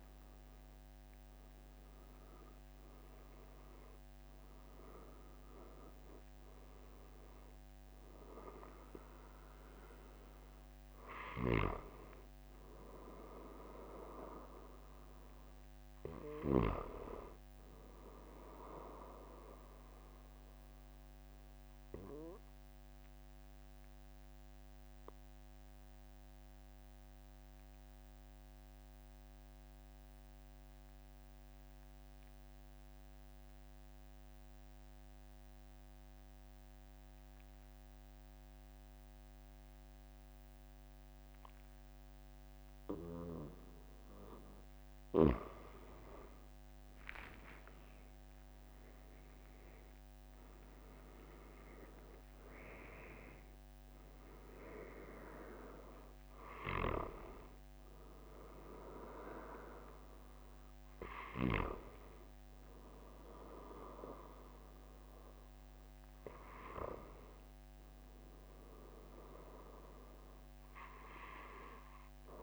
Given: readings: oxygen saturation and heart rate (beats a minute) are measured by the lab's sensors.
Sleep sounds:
breathing in sleep by a microphone on the trachea; 1
0.00-1.50 s: arousal
2.50-33.50 s: oxygen desaturation (device-marked, oxygen 96% before, 91% lowest, heart rate 45 before, 43 extreme)
11.50-17.00 s: snoring (device-marked)
20.50-44.00 s: obstructive apnea (oxygen 96% before, 91% lowest, heart rate 45 before, 43 extreme, up 6 after)
46.50-51.00 s: arousal
From the record:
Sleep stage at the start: N2 (light sleep); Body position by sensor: on the back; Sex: male

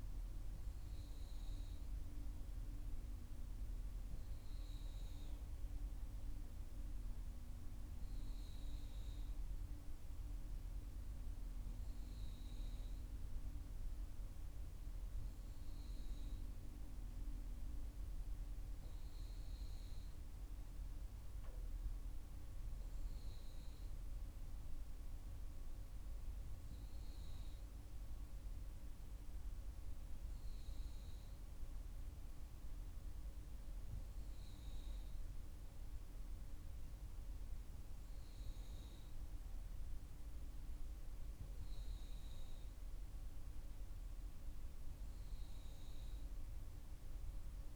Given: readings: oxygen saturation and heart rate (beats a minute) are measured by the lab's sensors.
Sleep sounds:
breathing in sleep, hard to hear, by a room microphone; none
none scored
From the record:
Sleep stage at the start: N3 (deep sleep); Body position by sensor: on the back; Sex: female

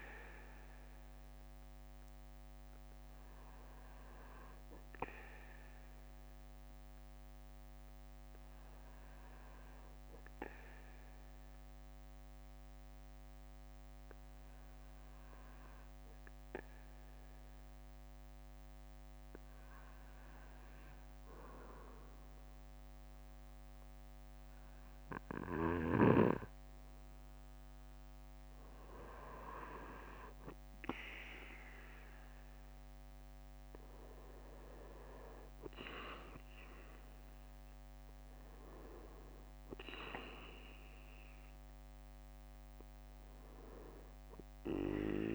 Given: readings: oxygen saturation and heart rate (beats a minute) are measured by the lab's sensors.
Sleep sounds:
breathing in sleep by a microphone on the trachea; 1
0.00-1.50 s: bradycardia (device-marked, heart rate 57 extreme)
3.50-5.50 s: bradycardia (device-marked, heart rate 59 before, 57 extreme)
6.50-21.00 s: obstructive apnea (oxygen 97% before, 94% lowest, heart rate 59 before, 55 extreme, up 9 after)
7.50-11.50 s: bradycardia (device-marked, heart rate 59 before, 57 extreme)
19.50-22.50 s: bradycardia (device-marked, heart rate 59 before, 60 extreme)
24.50-26.50 s: bradycardia (device-marked, heart rate 59 before, 59 extreme)
29.50-34.00 s: arousal
34.50-36.50 s: bradycardia (device-marked, heart rate 59 before, 63 extreme)
39.50-45.35 s: bradycardia (device-marked, heart rate 59 before, 55 extreme)
From the record:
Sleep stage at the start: N2 (light sleep); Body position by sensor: on the back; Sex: male

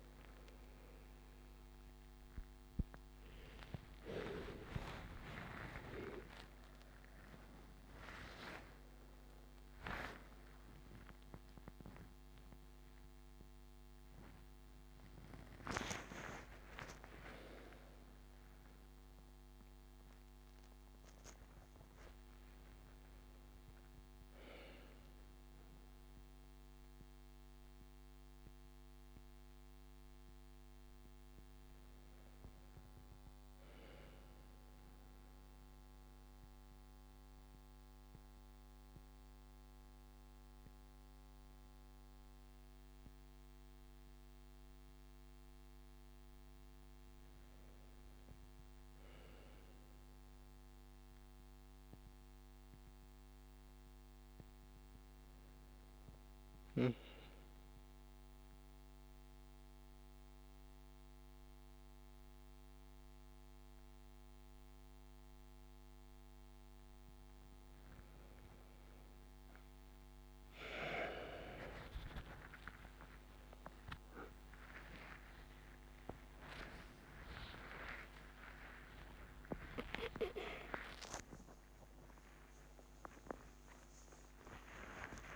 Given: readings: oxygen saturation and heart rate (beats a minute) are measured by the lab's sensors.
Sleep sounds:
a person awake in a sleep study, by a microphone on the trachea; none
53.50-63.50 s: oxygen desaturation (device-marked, oxygen 98% before, 95% lowest, heart rate 74 before, 77 extreme)
77.50-85.36 s: oxygen desaturation (device-marked, oxygen 96% before, 93% lowest, heart rate 87 before, 73 extreme)
From the record:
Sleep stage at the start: awake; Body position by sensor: on the back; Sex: male

